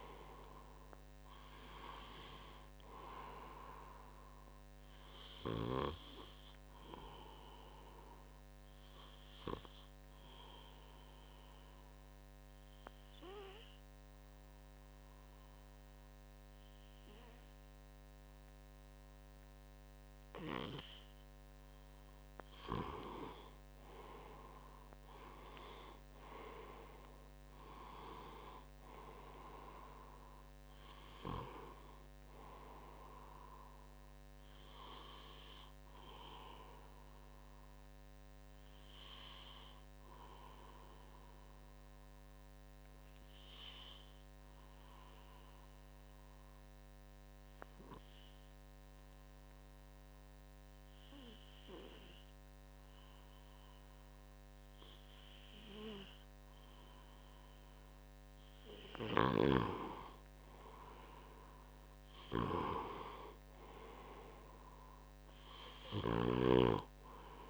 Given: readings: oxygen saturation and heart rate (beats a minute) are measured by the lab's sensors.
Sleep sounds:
breathing in sleep by a microphone on the trachea; 2
7.00-20.00 s: obstructive apnea (oxygen 96% before, 93% lowest, heart rate 68 before, 62 extreme, up 4 after)
22.50-26.00 s: arousal
27.00-44.00 s: oxygen desaturation (device-marked, oxygen 97% before, 93% lowest, heart rate 65 before, 61 extreme)
39.50-57.00 s: obstructive apnea (oxygen 97% before, 93% lowest, heart rate 65 before, 61 extreme, up 3 after)
59.50-64.00 s: arousal
63.00-67.49 s: oxygen desaturation (device-marked, oxygen 97% before, 93% lowest, heart rate 63 before, 63 extreme)
From the record:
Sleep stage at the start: N2 (light sleep); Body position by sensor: on the back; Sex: male

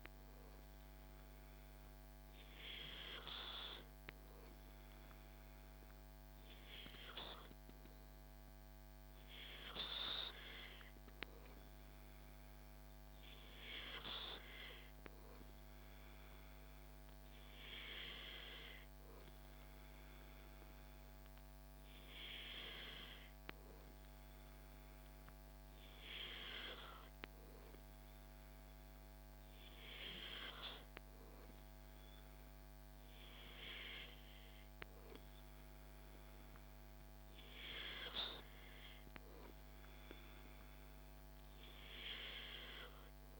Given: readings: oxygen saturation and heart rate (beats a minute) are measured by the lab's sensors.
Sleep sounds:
breathing in sleep by a microphone on the trachea; none
none scored
From the record:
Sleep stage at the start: N2 (light sleep); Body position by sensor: on the back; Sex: male

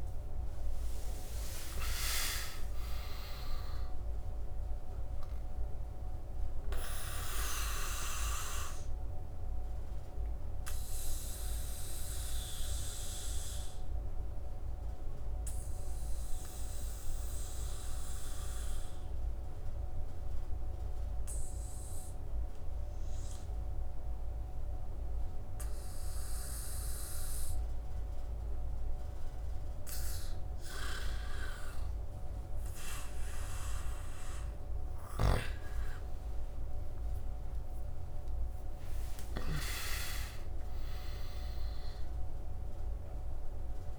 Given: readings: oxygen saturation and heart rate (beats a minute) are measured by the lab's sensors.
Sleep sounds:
breathing in sleep by a room microphone; 1
0.00-1.50 s: arousal
0.00-2.00 s: oxygen desaturation (device-marked, oxygen 93% lowest, heart rate 71 extreme)
5.50-29.50 s: obstructive apnea (oxygen 99% before, 82% lowest, heart rate 76 before, 71 extreme, up 9 after)
8.00-29.00 s: oxygen desaturation (device-marked, oxygen 94% before, 82% lowest, heart rate 78 before, 71 extreme)
31.00-43.99 s: oxygen desaturation (device-marked, oxygen 99% before, 91% lowest, heart rate 73 before, 71 extreme)
34.50-39.00 s: snoring (device-marked)
34.50-39.50 s: arousal
From the record:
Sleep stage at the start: N2 (light sleep); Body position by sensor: on the back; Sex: male

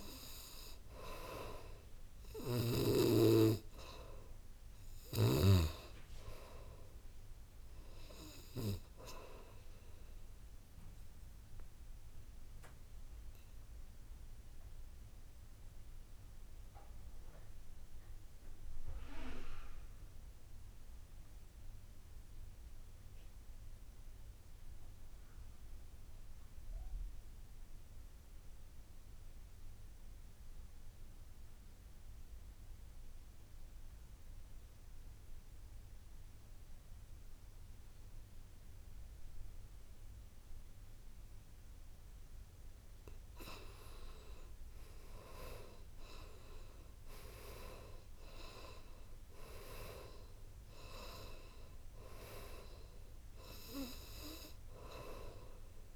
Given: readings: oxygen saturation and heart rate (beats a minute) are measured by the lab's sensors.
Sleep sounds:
breathing in sleep by a room microphone; 1
0.00-21.50 s: oxygen desaturation (device-marked, oxygen 79% lowest, heart rate 54 extreme)
11.00-42.50 s: obstructive apnea (oxygen 97% before, 77% lowest, heart rate 66 before, 53 extreme, up 10 after)
36.50-55.96 s: oxygen desaturation (device-marked, oxygen 98% before, 77% lowest, heart rate 57 before, 52 extreme)
44.50-49.00 s: arousal
From the record:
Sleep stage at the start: N2 (light sleep); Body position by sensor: on the back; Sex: male

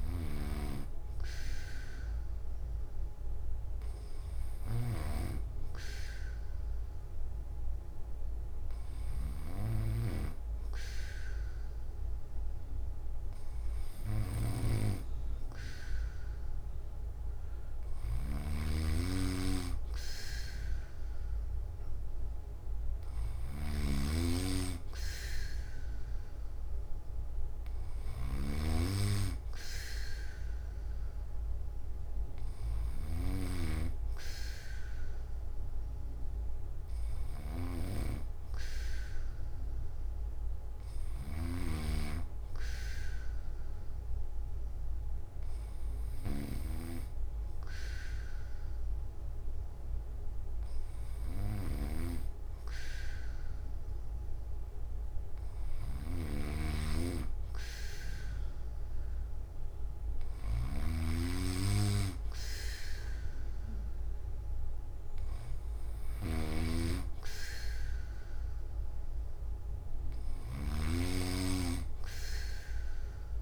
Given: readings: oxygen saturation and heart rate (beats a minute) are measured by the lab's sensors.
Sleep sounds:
breathing in sleep by a room microphone; none
0.00-5.00 s: snoring (device-marked)
18.00-73.42 s: snoring (device-marked)
From the record:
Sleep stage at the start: N1 (lightest sleep); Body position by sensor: on the back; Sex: male

